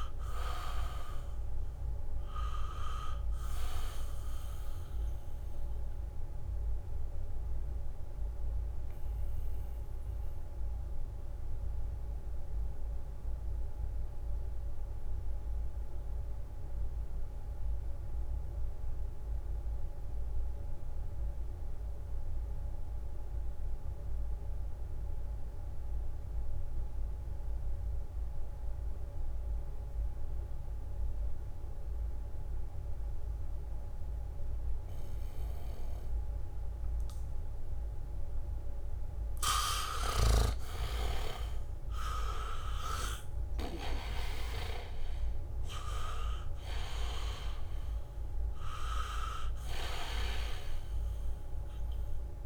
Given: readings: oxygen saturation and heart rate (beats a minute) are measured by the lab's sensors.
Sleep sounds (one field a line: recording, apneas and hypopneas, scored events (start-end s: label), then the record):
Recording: breathing in sleep by a room microphone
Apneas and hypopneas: 1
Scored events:
0.00-19.00 s: oxygen desaturation (device-marked, oxygen 79% lowest, heart rate 65 extreme)
7.50-39.00 s: mixed apnea (oxygen 99% before, 78% lowest, heart rate 70 before, 65 extreme, up 1 after)
31.00-52.46 s: oxygen desaturation (device-marked, oxygen 99% before, 78% lowest, heart rate 73 before, 65 extreme)
40.00-44.00 s: snoring (device-marked)
41.50-46.00 s: arousal
From the record:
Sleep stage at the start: N2 (light sleep)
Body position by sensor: on the back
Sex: male